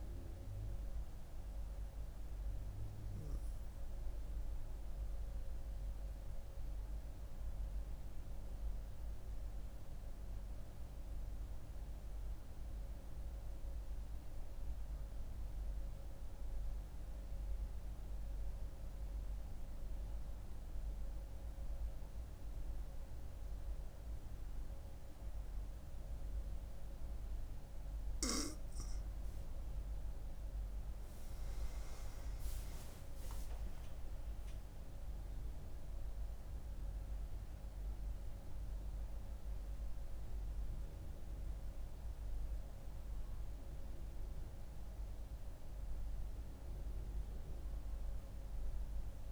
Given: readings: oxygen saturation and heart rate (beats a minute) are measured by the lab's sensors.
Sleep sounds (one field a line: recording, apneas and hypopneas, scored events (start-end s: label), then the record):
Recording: breathing in sleep, hard to hear, by a room microphone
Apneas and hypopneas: 1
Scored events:
0.00-3.50 s: oxygen desaturation (device-marked, oxygen 94% lowest, heart rate 63 extreme)
4.50-29.00 s: mixed apnea (oxygen 97% before, 92% lowest, heart rate 70 before, 66 extreme, up 8 after)
23.50-49.32 s: oxygen desaturation (device-marked, oxygen 97% before, 92% lowest, heart rate 67 before, 64 extreme)
31.00-35.00 s: arousal
From the record:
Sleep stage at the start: N2 (light sleep)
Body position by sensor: on the right side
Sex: female